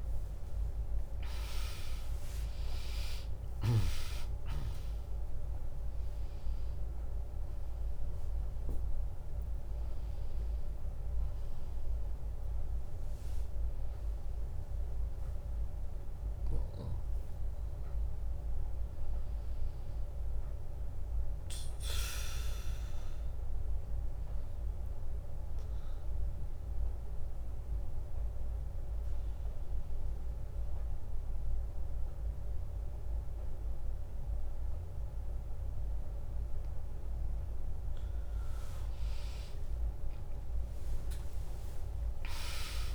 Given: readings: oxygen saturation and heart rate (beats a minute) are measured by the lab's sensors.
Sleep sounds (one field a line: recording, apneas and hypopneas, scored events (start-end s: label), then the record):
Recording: breathing in sleep by a room microphone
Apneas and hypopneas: 1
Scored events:
0.00-10.00 s: drop in pulse transit time (device-marked, heart rate 72 before, 66 extreme)
4.00-18.00 s: oxygen desaturation (device-marked, oxygen 100% before, 96% lowest, heart rate 70 before, 60 extreme)
19.50-22.50 s: arousal
24.00-37.50 s: obstructive apnea (oxygen 100% before, 96% lowest, heart rate 86 before, 60 extreme, up 0 after)
39.00-42.95 s: arousal
From the record:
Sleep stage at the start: N2 (light sleep)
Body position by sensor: on the back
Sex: female